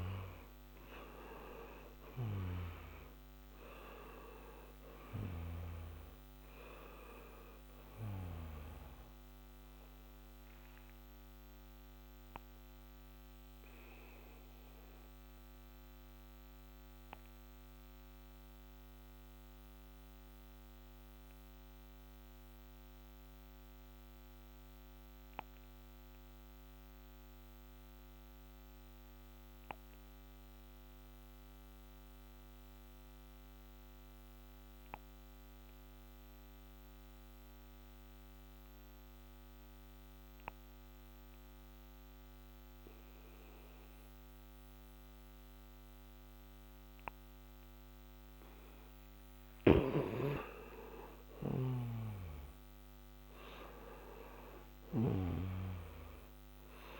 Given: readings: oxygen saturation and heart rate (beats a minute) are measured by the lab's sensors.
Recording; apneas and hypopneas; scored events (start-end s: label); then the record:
breathing in sleep by a microphone on the trachea; 1
0.00-4.00 s: arousal
0.00-26.50 s: oxygen desaturation (device-marked, oxygen 88% lowest, heart rate 56 extreme)
11.50-47.50 s: obstructive apnea (oxygen 97% before, 87% lowest, heart rate 74 before, 56 extreme, up 21 after)
45.50-57.00 s: oxygen desaturation (device-marked, oxygen 97% before, 87% lowest, heart rate 60 before, 57 extreme)
49.00-55.00 s: snoring (device-marked)
50.00-55.00 s: arousal
From the record:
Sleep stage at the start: N2 (light sleep); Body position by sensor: on the back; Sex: male